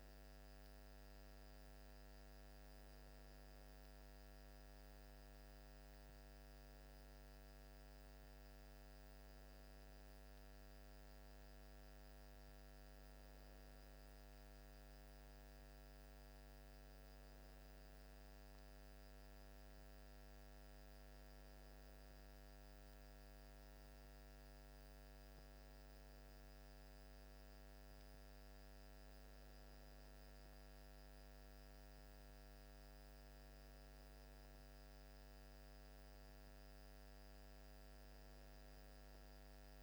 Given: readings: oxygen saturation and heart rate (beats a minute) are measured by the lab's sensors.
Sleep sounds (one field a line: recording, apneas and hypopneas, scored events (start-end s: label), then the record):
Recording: breathing in sleep, hard to hear, by a microphone on the trachea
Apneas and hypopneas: none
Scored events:
none scored
From the record:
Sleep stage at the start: N1 (lightest sleep)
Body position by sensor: on the back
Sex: male